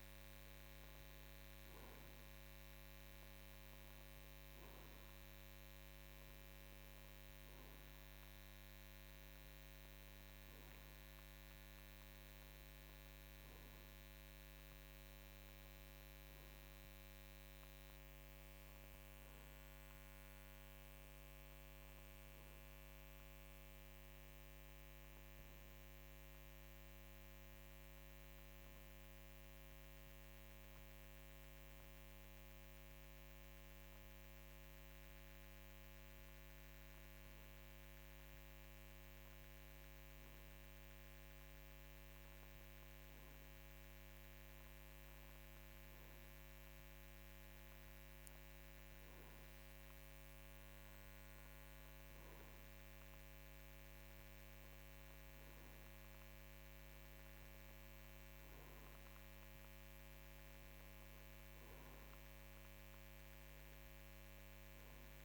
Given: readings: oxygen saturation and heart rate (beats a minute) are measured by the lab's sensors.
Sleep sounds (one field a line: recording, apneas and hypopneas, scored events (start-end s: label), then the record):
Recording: breathing in sleep, hard to hear, by a microphone on the trachea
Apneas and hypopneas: none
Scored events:
none scored
From the record:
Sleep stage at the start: N2 (light sleep)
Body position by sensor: on the right side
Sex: male